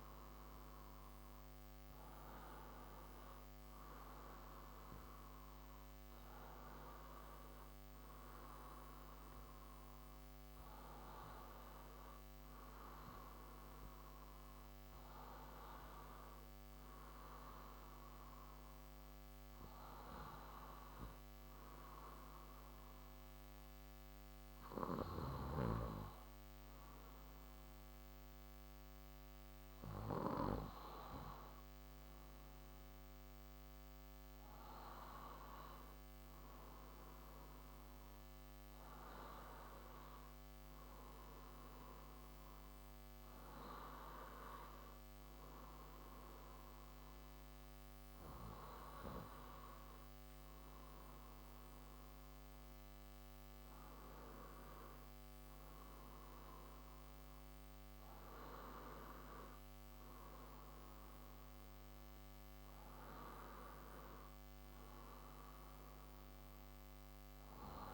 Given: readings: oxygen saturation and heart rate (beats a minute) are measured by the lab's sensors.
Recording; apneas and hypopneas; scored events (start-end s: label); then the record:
breathing in sleep by a microphone on the trachea; none
none scored
From the record:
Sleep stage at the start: N1 (lightest sleep); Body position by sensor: on the left side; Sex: male